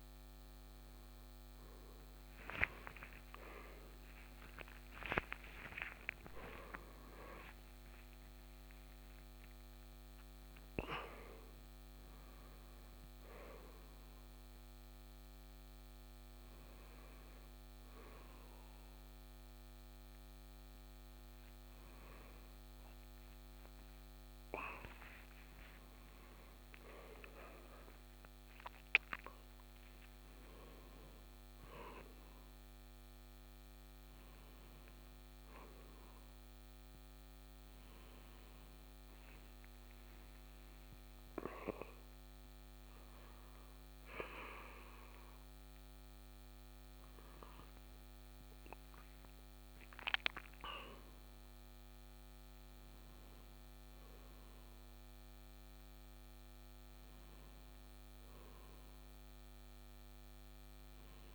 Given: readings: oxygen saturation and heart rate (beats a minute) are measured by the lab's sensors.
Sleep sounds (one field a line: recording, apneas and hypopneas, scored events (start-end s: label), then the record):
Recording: a person awake in a sleep study, by a microphone on the trachea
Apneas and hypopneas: none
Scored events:
4.50-10.50 s: tachycardia (device-marked, heart rate 69 before, 135 extreme)
31.50-61.35 s: new sleep stage, N1 (lightest sleep)
From the record:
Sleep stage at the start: awake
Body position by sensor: on the right side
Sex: male